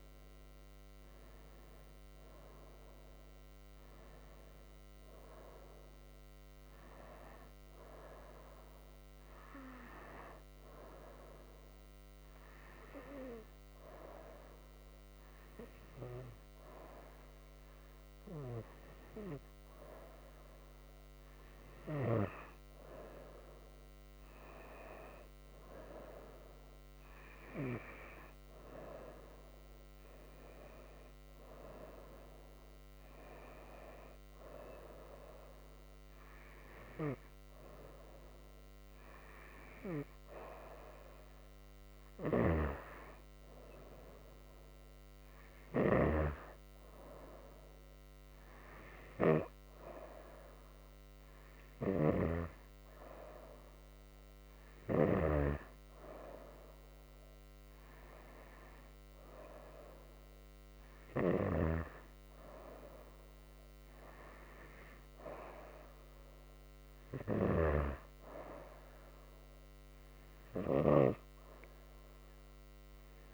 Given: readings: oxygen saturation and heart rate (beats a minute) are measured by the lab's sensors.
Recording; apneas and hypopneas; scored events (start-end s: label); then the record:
a person partly awake in a sleep study, by a microphone on the trachea; none
0.50-60.50 s: new sleep stage, N1 (lightest sleep)
12.50-45.50 s: oxygen desaturation (device-marked, oxygen 96% before, 92% lowest, heart rate 80 before, 61 extreme)
60.50-73.34 s: new sleep stage, N2 (light sleep)
From the record:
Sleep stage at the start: awake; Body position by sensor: on the right side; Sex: female